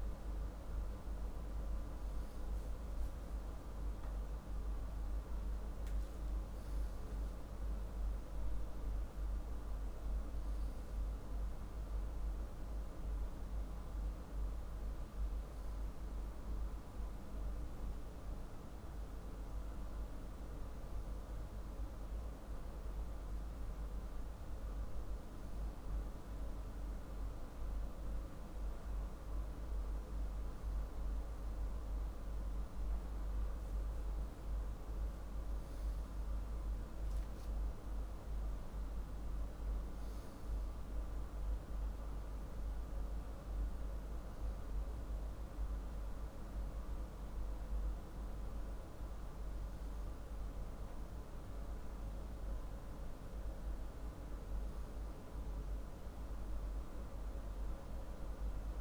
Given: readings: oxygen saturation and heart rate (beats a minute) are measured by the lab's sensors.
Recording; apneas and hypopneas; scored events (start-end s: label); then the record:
breathing in sleep, hard to hear, by a room microphone; none
none scored
From the record:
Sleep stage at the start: N2 (light sleep); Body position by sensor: on the left side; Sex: male